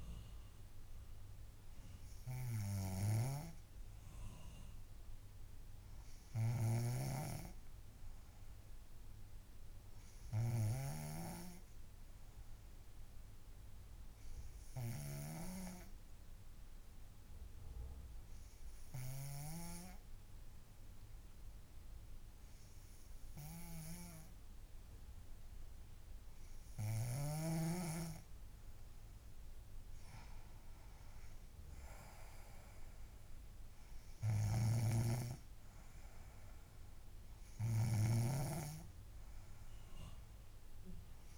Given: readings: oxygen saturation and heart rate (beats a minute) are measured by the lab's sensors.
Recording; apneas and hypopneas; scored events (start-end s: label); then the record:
breathing in sleep by a room microphone; 1
3.00-20.00 s: snoring (device-marked)
6.00-9.50 s: arousal
11.00-26.50 s: obstructive apnea (oxygen 98% before, 91% lowest, heart rate 69 before, 64 extreme, up 5 after)
25.50-41.38 s: oxygen desaturation (device-marked, oxygen 95% before, 91% lowest, heart rate 65 before, 64 extreme)
30.50-33.50 s: arousal
34.50-41.38 s: snoring (device-marked)
From the record:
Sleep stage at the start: N2 (light sleep); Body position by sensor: on the back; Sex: female